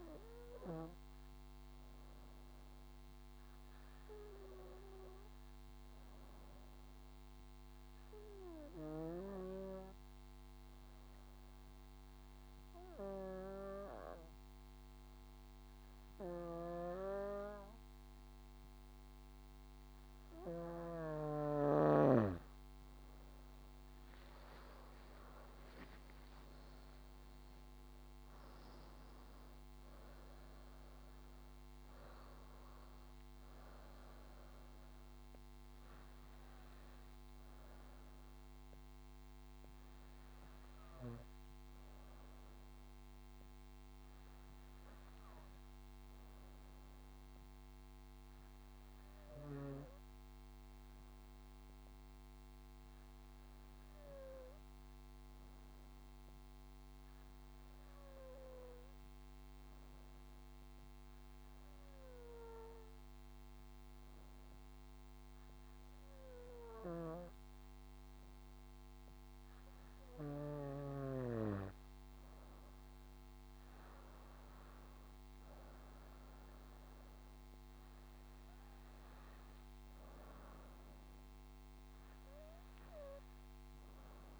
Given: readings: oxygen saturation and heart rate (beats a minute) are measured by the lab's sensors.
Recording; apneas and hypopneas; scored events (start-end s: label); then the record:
breathing in sleep by a microphone on the trachea; 2
8.00-22.00 s: obstructive apnea (oxygen 94% before, 87% lowest, heart rate 70 before, 63 extreme, up 10 after)
23.00-38.00 s: oxygen desaturation (device-marked, oxygen 93% before, 87% lowest, heart rate 69 before, 61 extreme)
24.00-28.00 s: arousal
40.00-48.00 s: oxygen desaturation (device-marked, oxygen 90% before, 87% lowest, heart rate 74 before, 61 extreme)
48.50-69.00 s: obstructive apnea (oxygen 93% before, 89% lowest, heart rate 71 before, 64 extreme, up 8 after)
67.00-71.00 s: snoring (device-marked)
68.00-84.40 s: oxygen desaturation (device-marked, oxygen 97% before, 92% lowest, heart rate 66 before, 66 extreme)
73.00-76.50 s: arousal
From the record:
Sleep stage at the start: N2 (light sleep); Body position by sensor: on the back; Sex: female